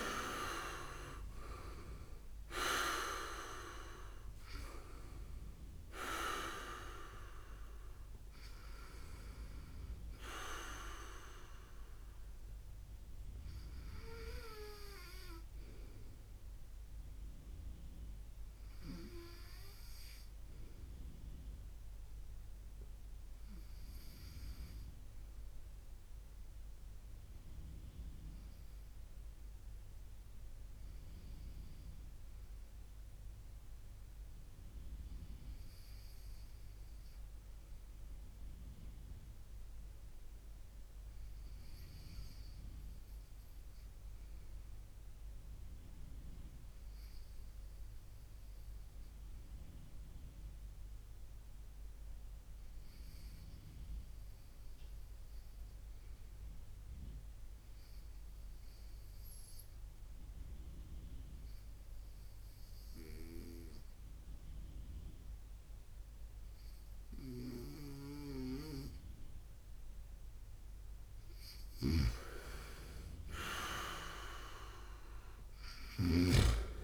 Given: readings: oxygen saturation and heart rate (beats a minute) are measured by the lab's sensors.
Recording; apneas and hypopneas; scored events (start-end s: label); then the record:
breathing in sleep by a room microphone; 1
0.00-2.50 s: arousal
19.50-70.00 s: obstructive apnea (oxygen 96% before, 95% lowest, heart rate 78 before, 63 extreme, up 5 after)
71.00-76.83 s: snoring (device-marked)
75.00-76.83 s: arousal
From the record:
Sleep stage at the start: REM sleep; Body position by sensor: on the right side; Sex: male